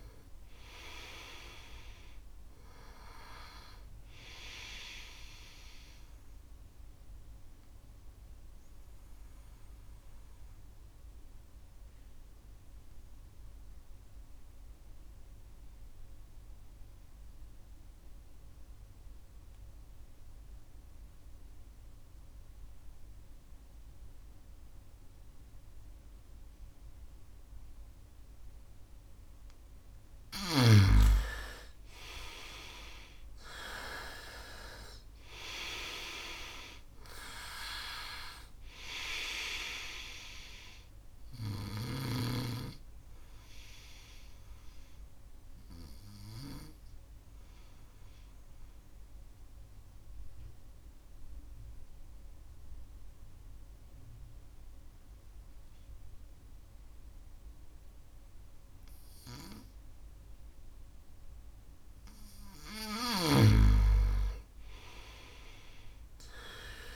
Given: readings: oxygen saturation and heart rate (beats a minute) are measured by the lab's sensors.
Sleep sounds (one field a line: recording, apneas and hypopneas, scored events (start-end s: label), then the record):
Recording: breathing in sleep by a room microphone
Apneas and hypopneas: 2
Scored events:
0.00-19.50 s: oxygen desaturation (device-marked, oxygen 88% lowest, heart rate 65 extreme)
8.00-30.00 s: mixed apnea (oxygen 99% before, 87% lowest, heart rate 72 before, 68 extreme, up 3 after)
29.50-56.50 s: oxygen desaturation (device-marked, oxygen 99% before, 87% lowest, heart rate 70 before, 67 extreme)
31.50-35.50 s: arousal
43.00-62.00 s: obstructive apnea (oxygen 99% before, 87% lowest, heart rate 73 before, 66 extreme)
63.50-66.96 s: arousal
From the record:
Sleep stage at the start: N2 (light sleep)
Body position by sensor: on the right side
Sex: male